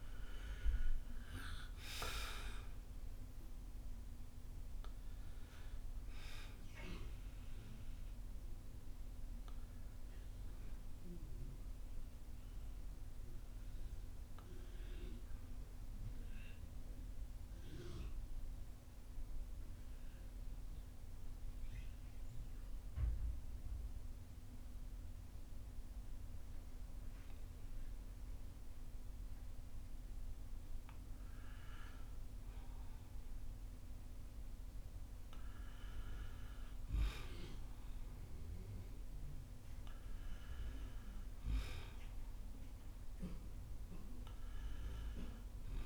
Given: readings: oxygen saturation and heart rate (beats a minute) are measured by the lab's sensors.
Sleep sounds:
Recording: breathing in sleep by a room microphone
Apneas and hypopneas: 1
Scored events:
0.00-30.50 s: oxygen desaturation (device-marked, oxygen 91% lowest, heart rate 49 extreme)
15.50-33.00 s: obstructive apnea (oxygen 96% before, 90% lowest, heart rate 58 before, 49 extreme, up 10 after)
35.00-39.00 s: arousal
From the record:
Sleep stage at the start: N2 (light sleep)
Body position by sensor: on the back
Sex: male

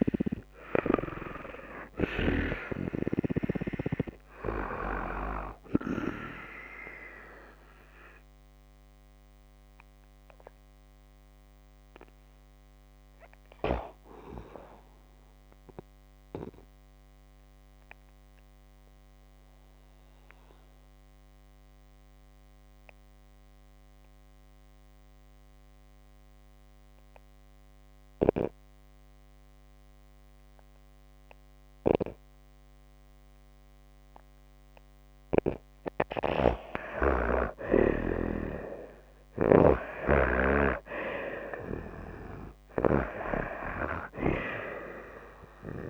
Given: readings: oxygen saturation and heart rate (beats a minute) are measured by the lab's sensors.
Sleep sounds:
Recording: breathing in sleep by a microphone on the trachea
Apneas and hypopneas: 1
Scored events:
0.00-2.00 s: snoring (device-marked)
0.00-11.50 s: oxygen desaturation (device-marked, oxygen 89% lowest)
11.00-13.50 s: arousal
15.00-34.50 s: obstructive apnea (oxygen 95% before, 88% lowest)
35.50-42.50 s: snoring (device-marked)
36.50-41.00 s: arousal
38.50-45.90 s: oxygen desaturation (device-marked, oxygen 94% before, 88% lowest)
From the record:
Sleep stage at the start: N2 (light sleep)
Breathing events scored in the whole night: 317 in 4.7 hours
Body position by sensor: on the back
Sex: female

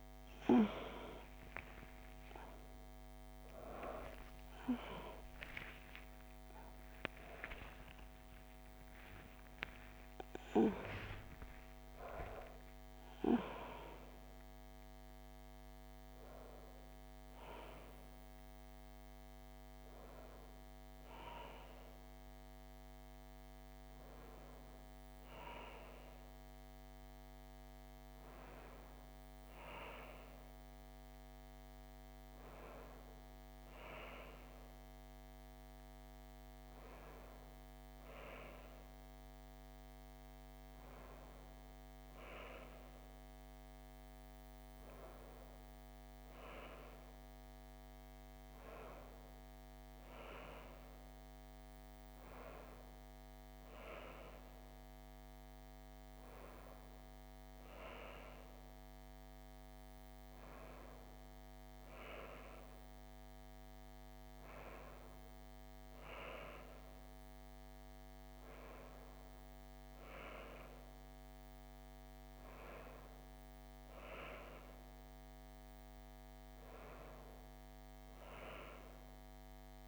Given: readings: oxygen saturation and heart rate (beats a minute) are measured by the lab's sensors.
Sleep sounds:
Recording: a person awake in a sleep study, by a microphone on the trachea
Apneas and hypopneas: none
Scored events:
none scored
From the record:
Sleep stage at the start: awake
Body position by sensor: on the back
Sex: female

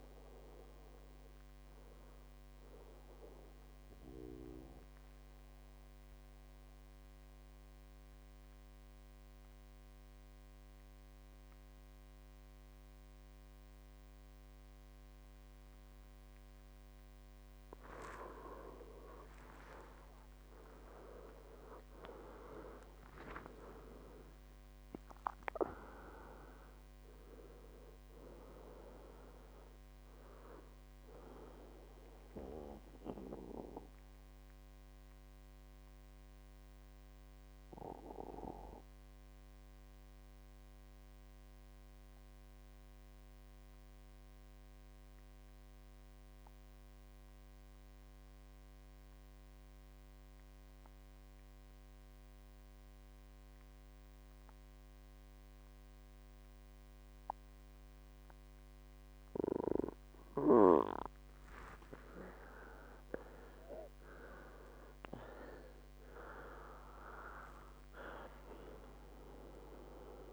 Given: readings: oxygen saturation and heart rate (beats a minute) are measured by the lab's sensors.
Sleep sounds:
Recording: breathing in sleep by a microphone on the trachea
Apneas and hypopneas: 2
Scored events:
0.00-13.50 s: oxygen desaturation (device-marked, oxygen 92% lowest, heart rate 56 extreme)
4.00-18.50 s: mixed apnea (oxygen 97% before, 90% lowest, heart rate 73 before, 56 extreme, up 18 after)
19.50-21.50 s: long interval between heartbeats (device-marked, heart rate 63 before, 69 extreme)
21.00-24.50 s: arousal
31.00-61.00 s: mixed apnea (oxygen 98% before, 90% lowest, heart rate 69 before, 57 extreme, up 33 after)
59.50-70.33 s: oxygen desaturation (device-marked, oxygen 98% before, 90% lowest, heart rate 60 before, 58 extreme)
63.00-67.50 s: arousal
64.50-66.50 s: long interval between heartbeats (device-marked, heart rate 61 before, 78 extreme)
From the record:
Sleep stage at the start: N2 (light sleep)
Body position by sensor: on the back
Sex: male

